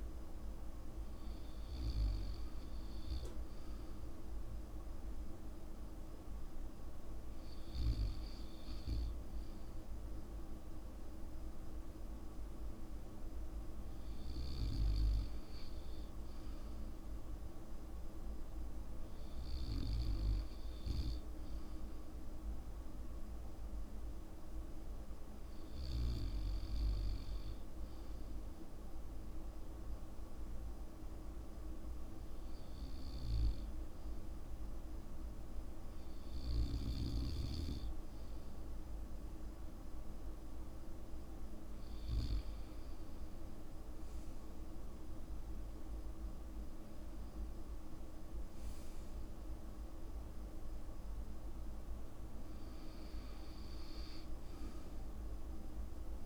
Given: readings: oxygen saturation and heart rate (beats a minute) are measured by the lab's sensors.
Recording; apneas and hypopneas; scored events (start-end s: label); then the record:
breathing in sleep, hard to hear, by a room microphone; 1
22.50-41.50 s: hypopnea (oxygen 96% before, 94% lowest, heart rate 57 before, 52 extreme, up 5 after)
43.50-47.00 s: arousal
From the record:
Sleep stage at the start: N2 (light sleep); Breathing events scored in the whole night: 61 in 5.0 hours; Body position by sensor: on the back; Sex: male